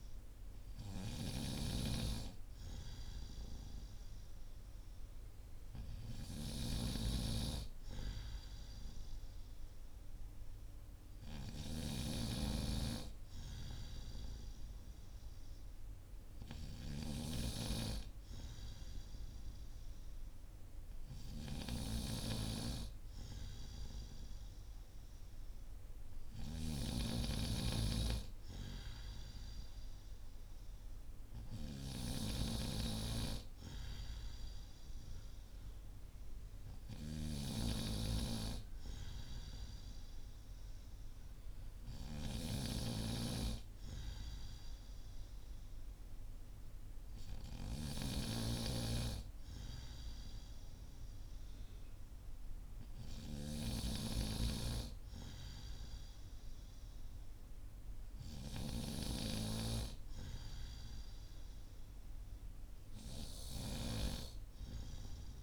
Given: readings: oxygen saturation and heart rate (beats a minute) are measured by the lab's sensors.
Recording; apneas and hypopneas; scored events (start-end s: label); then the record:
breathing in sleep by a room microphone; none
0.00-1.50 s: snoring (device-marked)
42.00-48.50 s: snoring (device-marked)
From the record:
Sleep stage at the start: N2 (light sleep); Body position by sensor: on the back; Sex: male